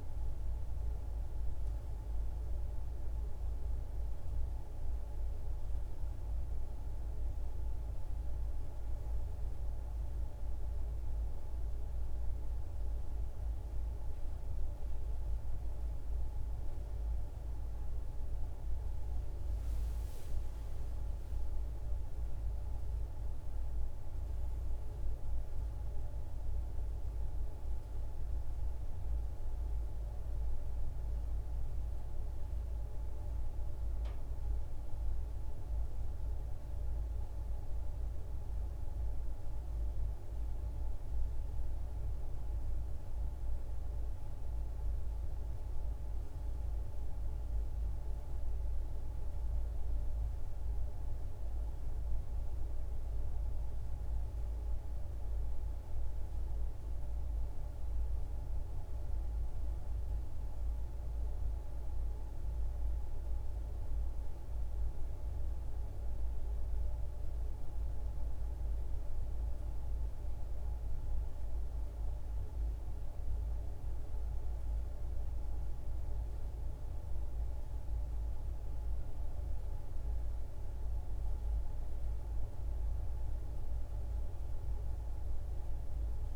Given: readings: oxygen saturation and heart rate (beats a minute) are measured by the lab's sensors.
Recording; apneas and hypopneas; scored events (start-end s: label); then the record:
breathing in sleep, hard to hear, by a room microphone; none
none scored
From the record:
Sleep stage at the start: N2 (light sleep); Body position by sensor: on the back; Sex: female